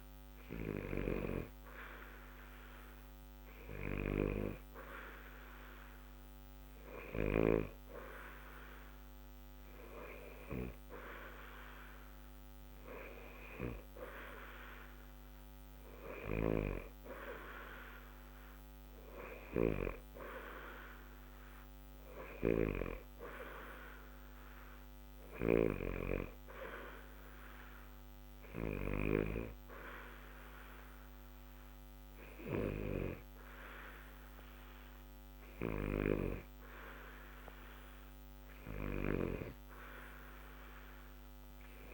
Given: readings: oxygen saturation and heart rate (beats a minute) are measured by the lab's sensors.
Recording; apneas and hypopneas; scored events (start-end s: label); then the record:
breathing in sleep by a microphone on the trachea; none
none scored
From the record:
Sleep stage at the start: N2 (light sleep); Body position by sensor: on the back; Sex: male